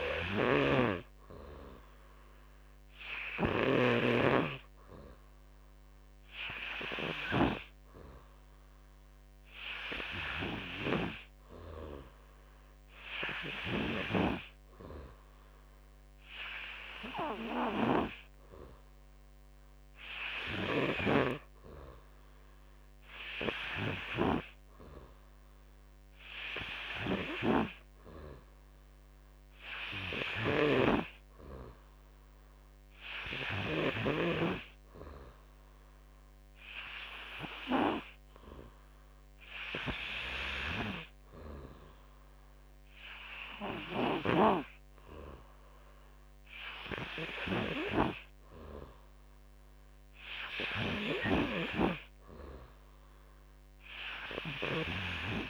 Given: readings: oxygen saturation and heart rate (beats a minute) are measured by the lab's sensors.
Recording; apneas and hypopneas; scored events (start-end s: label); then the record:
breathing in sleep by a microphone on the trachea; none
0.00-3.50 s: snoring (device-marked)
From the record:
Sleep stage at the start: N3 (deep sleep); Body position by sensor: on the back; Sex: male